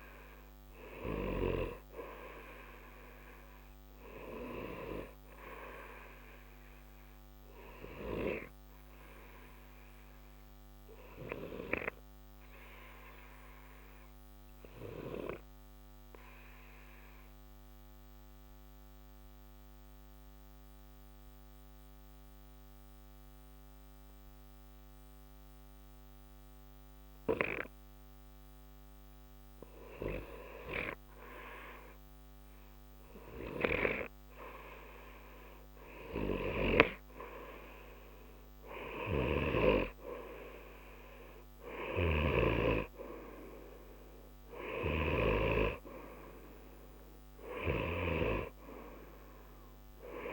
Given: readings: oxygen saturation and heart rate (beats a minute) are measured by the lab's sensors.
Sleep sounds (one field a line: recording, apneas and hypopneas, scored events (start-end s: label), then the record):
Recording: breathing in sleep by a microphone on the trachea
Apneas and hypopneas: 1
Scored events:
6.50-31.00 s: obstructive apnea (oxygen 93% before, 90% lowest, heart rate 60 before, 60 extreme, up 4 after)
34.00-38.00 s: arousal
45.00-50.32 s: oxygen desaturation (device-marked, oxygen 94% before, 90% lowest, heart rate 61 before, 60 extreme)
From the record:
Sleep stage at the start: N2 (light sleep)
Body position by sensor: on the right side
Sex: male